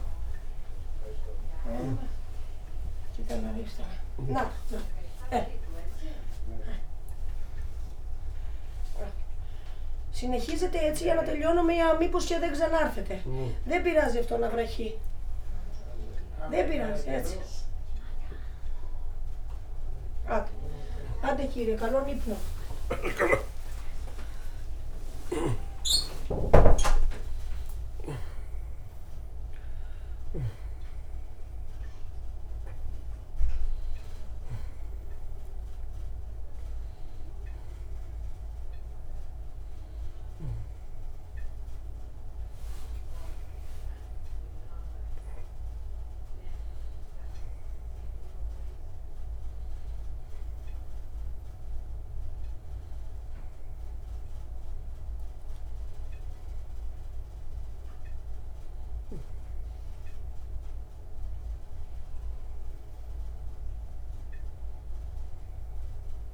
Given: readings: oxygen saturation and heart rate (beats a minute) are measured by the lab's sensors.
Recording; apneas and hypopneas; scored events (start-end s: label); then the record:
a person awake in a sleep study, by a room microphone; none
52.00-66.34 s: new sleep stage, N1 (lightest sleep)
From the record:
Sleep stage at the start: awake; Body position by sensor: on the right side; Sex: male